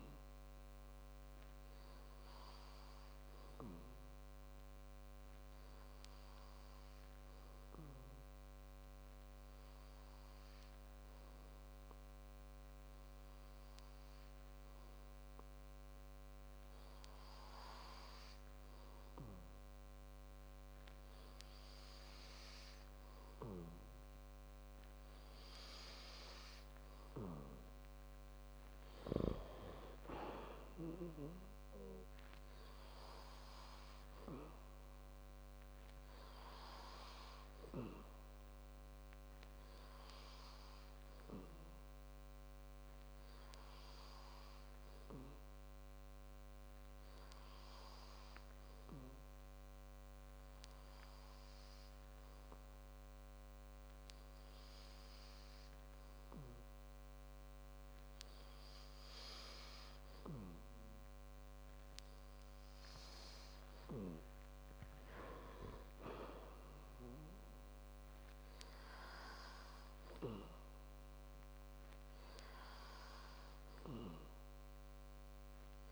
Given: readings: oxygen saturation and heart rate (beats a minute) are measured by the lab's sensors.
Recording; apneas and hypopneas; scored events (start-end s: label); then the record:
breathing in sleep by a microphone on the trachea; 2
5.50-21.50 s: hypopnea (oxygen 97% before, 95% lowest)
23.00-26.00 s: arousal
40.50-59.00 s: hypopnea (oxygen 98% before, 95% lowest)
66.50-70.50 s: arousal
From the record:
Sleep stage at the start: N2 (light sleep); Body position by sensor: on the back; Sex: male